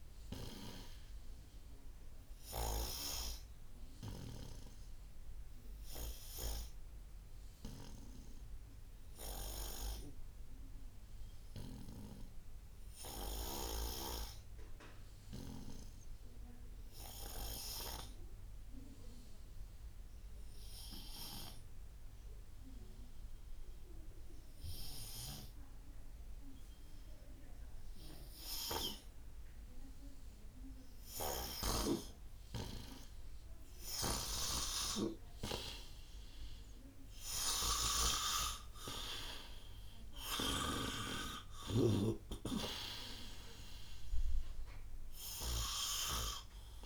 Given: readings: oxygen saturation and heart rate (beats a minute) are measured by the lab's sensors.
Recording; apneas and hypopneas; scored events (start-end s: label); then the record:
breathing in sleep by a room microphone; 1
0.00-9.00 s: oxygen desaturation (device-marked, oxygen 85% lowest, heart rate 61 extreme)
5.00-32.00 s: obstructive apnea (oxygen 96% before, 80% lowest, heart rate 73 before, 60 extreme, up 7 after)
35.00-46.86 s: oxygen desaturation (device-marked, oxygen 88% before, 80% lowest, heart rate 68 before, 60 extreme)
36.00-40.50 s: arousal
37.50-46.50 s: snoring (device-marked)
From the record:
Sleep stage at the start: N2 (light sleep); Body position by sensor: on the right side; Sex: male